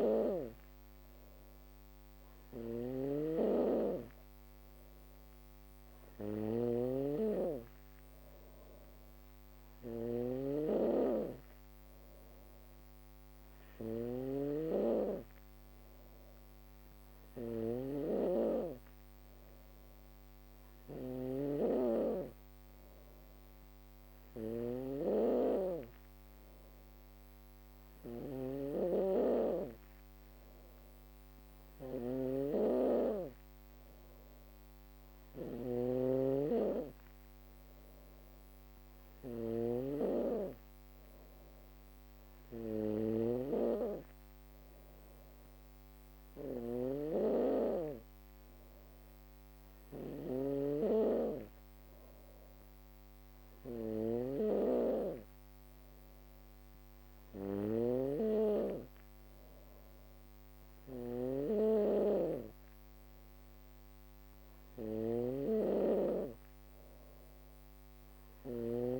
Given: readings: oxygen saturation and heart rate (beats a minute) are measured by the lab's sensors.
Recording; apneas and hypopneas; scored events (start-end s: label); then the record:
breathing in sleep by a microphone on the trachea; none
0.00-69.00 s: snoring (device-marked)
From the record:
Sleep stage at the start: N2 (light sleep); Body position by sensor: on the back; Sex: female